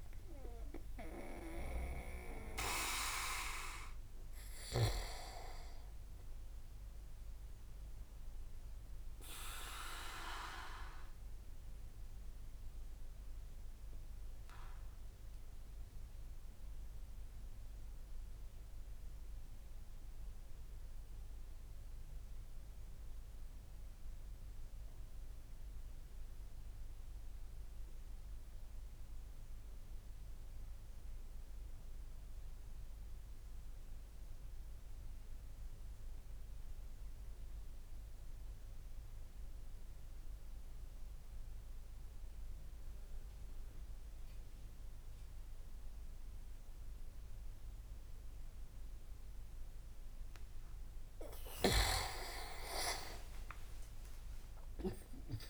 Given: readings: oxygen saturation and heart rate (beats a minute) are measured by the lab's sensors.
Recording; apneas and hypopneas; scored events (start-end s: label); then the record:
breathing in sleep by a room microphone; 1
9.00-51.00 s: mixed apnea (oxygen 98% before, 93% lowest)
41.00-55.50 s: oxygen desaturation (device-marked, oxygen 99% before, 93% lowest)
51.50-55.50 s: snoring (device-marked)
52.50-54.50 s: leg movement (device-marked)
52.50-55.50 s: arousal
From the record:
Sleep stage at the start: N2 (light sleep); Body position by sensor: on the back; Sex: male